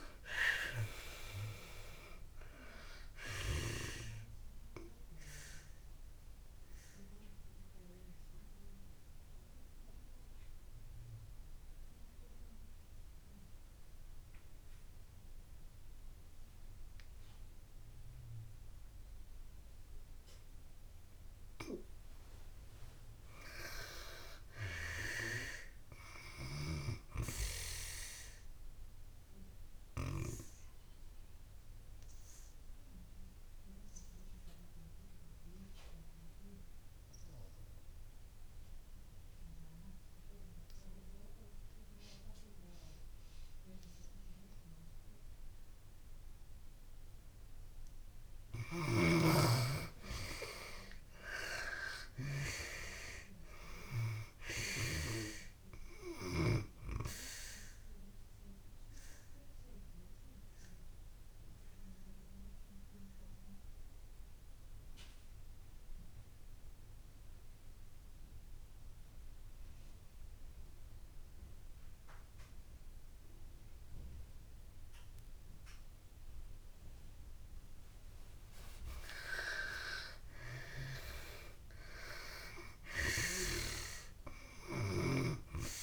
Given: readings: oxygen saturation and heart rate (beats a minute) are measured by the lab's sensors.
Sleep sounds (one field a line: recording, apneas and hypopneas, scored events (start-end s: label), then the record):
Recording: breathing in sleep by a room microphone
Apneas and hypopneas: 3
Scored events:
0.00-1.00 s: arousal
0.00-27.00 s: oxygen desaturation (device-marked, oxygen 72% lowest)
5.00-22.50 s: obstructive apnea (oxygen 95% before, 72% lowest)
23.50-26.50 s: arousal
29.00-47.00 s: oxygen desaturation (device-marked, oxygen 97% before, 80% lowest)
29.00-48.00 s: obstructive apnea (oxygen 97% before, 73% lowest)
49.00-76.00 s: oxygen desaturation (device-marked, oxygen 94% before, 73% lowest)
50.00-53.00 s: arousal
58.00-77.00 s: obstructive apnea (oxygen 97% before, 73% lowest)
78.00-85.83 s: oxygen desaturation (device-marked, oxygen 96% before, 75% lowest)
79.00-82.00 s: arousal
From the record:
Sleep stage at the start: N2 (light sleep)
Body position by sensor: on the back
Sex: female